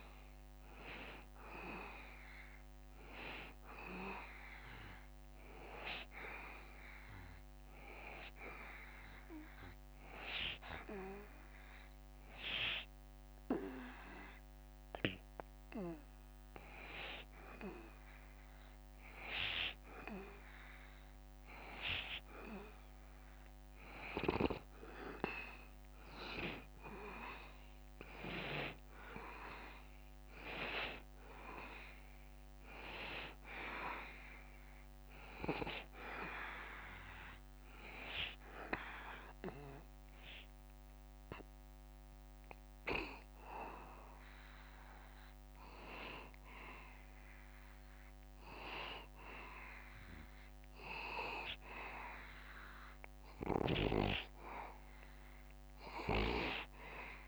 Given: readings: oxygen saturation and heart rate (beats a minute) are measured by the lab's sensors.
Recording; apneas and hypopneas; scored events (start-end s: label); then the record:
breathing in sleep by a microphone on the trachea; 1
6.00-24.50 s: obstructive apnea (oxygen 94% before, 91% lowest, heart rate 75 before, 73 extreme, up 2 after)
26.50-30.50 s: arousal
From the record:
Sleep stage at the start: N2 (light sleep); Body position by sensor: on the back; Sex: male